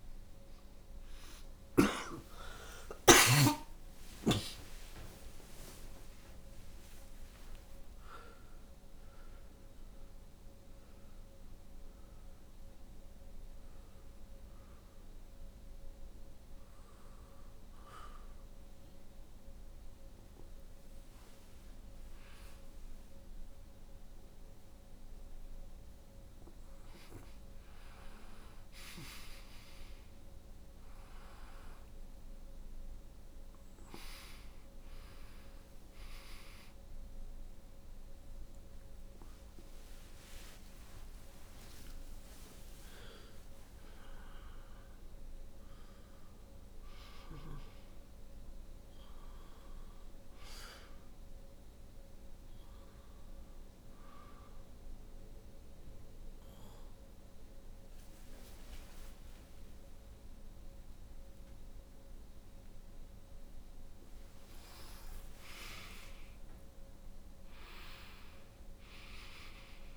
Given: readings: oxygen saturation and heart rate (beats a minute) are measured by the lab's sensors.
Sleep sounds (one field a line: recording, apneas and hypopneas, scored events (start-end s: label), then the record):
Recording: a person partly awake in a sleep study, by a room microphone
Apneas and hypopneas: 1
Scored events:
2.00-33.00 s: oxygen desaturation (device-marked, oxygen 95% before, 88% lowest, heart rate 79 before, 69 extreme)
24.00-69.97 s: new sleep stage, N1 (lightest sleep)
53.50-64.50 s: obstructive apnea (oxygen 93% before, 89% lowest, heart rate 75 before, 63 extreme, up 15 after)
61.00-69.97 s: oxygen desaturation (device-marked, oxygen 93% before, 90% lowest, heart rate 73 before, 63 extreme)
66.00-69.97 s: arousal
From the record:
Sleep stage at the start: awake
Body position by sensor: on the right side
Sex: female